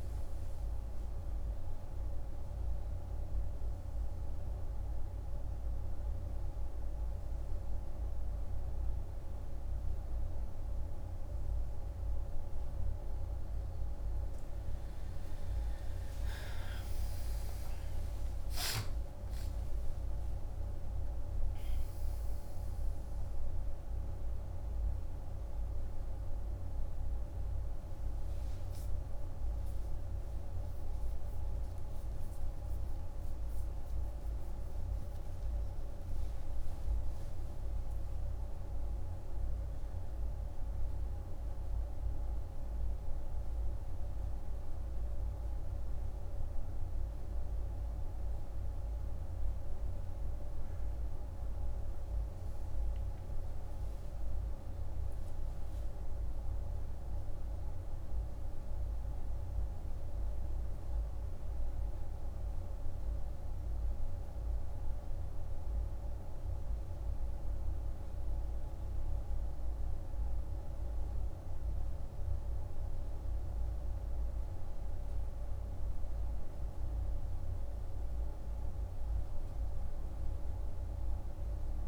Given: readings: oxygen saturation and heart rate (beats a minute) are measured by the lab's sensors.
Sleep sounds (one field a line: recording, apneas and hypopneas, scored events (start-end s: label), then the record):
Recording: breathing in sleep, hard to hear, by a room microphone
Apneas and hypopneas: 1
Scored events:
14.00-20.00 s: arousal
51.00-54.50 s: arousal
57.00-67.50 s: central apnea (oxygen 99% before, 96% lowest, heart rate 62 before, 49 extreme, up 2 after)
59.50-81.88 s: new sleep stage, N2 (light sleep)
70.00-74.00 s: arousal
From the record:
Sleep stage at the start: N1 (lightest sleep)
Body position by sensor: on the right side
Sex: male